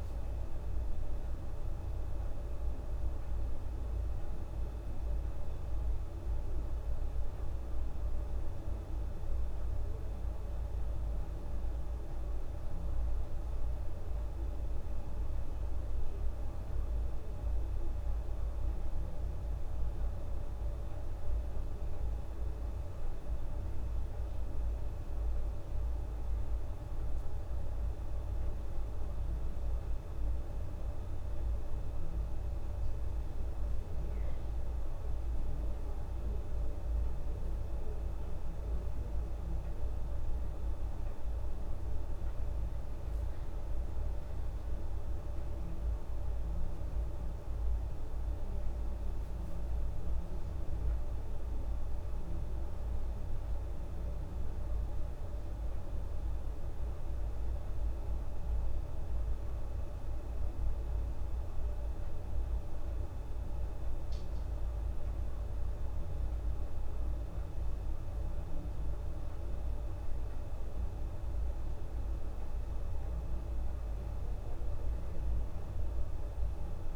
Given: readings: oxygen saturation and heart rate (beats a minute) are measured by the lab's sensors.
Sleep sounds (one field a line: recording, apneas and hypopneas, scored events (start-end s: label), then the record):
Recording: breathing in sleep, hard to hear, by a room microphone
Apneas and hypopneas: none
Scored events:
68.00-76.96 s: new sleep stage, N2 (light sleep)
68.50-73.00 s: arousal
From the record:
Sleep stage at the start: N1 (lightest sleep)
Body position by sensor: on the back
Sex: female